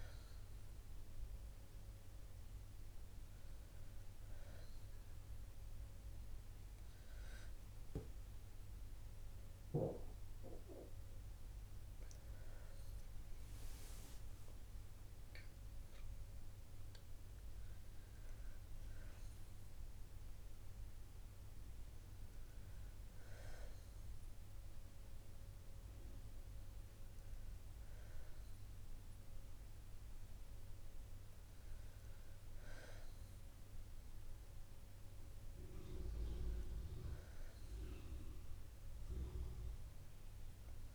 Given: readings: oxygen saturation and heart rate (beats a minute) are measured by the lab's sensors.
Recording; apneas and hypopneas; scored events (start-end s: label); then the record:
breathing in sleep by a room microphone; none
25.00-39.00 s: oxygen desaturation (device-marked, oxygen 96% before, 92% lowest, heart rate 63 before, 61 extreme)
From the record:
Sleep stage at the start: N1 (lightest sleep); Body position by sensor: on the back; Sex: female